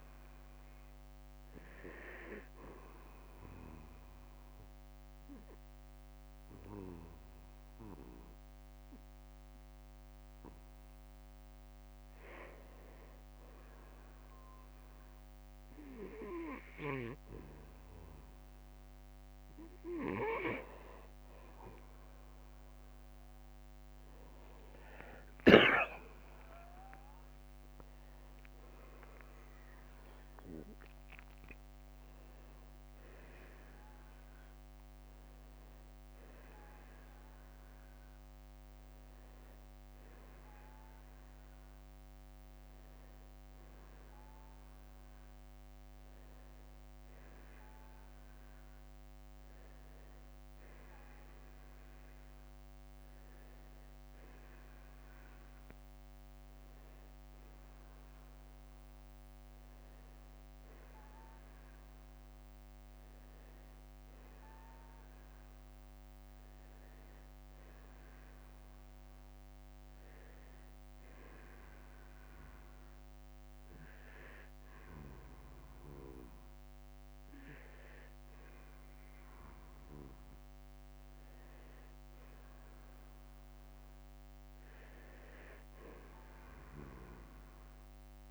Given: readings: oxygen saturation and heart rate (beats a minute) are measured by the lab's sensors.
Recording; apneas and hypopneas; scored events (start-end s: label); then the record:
breathing in sleep by a microphone on the trachea; 1
0.00-1.00 s: long interval between heartbeats (device-marked, heart rate 65 extreme)
2.50-12.50 s: obstructive apnea (oxygen 93% before, 91% lowest, heart rate 56 before, 48 extreme, up 18 after)
18.50-22.50 s: arousal
25.00-85.00 s: new sleep stage, N1 (lightest sleep)
62.50-64.50 s: long interval between heartbeats (device-marked, heart rate 57 before, 54 extreme)
85.00-88.31 s: new sleep stage, N2 (light sleep)
From the record:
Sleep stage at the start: N2 (light sleep); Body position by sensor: on the back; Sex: male